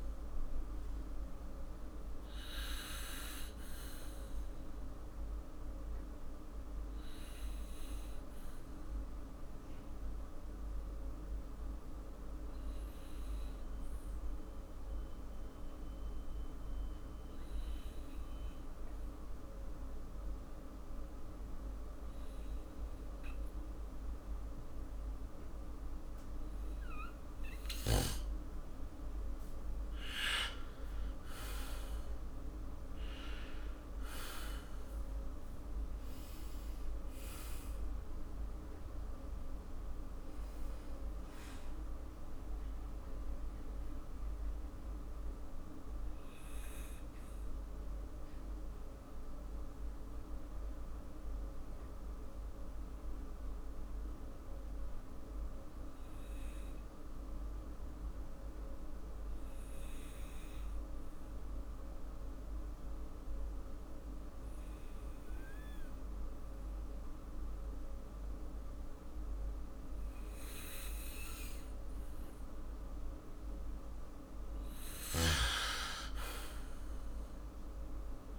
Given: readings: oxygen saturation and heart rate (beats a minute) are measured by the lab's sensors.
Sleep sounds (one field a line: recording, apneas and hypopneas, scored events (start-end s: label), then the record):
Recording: breathing in sleep, hard to hear, by a room microphone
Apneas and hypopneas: 2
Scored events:
4.00-28.00 s: obstructive apnea (oxygen 100% before, 95% lowest, heart rate 55 before, 50 extreme, up 11 after)
31.00-37.00 s: arousal
42.50-73.50 s: obstructive apnea (oxygen 99% before, 95% lowest, heart rate 60 before, 51 extreme, up 9 after)
76.50-78.39 s: arousal
From the record:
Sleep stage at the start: N2 (light sleep)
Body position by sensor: on the back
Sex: male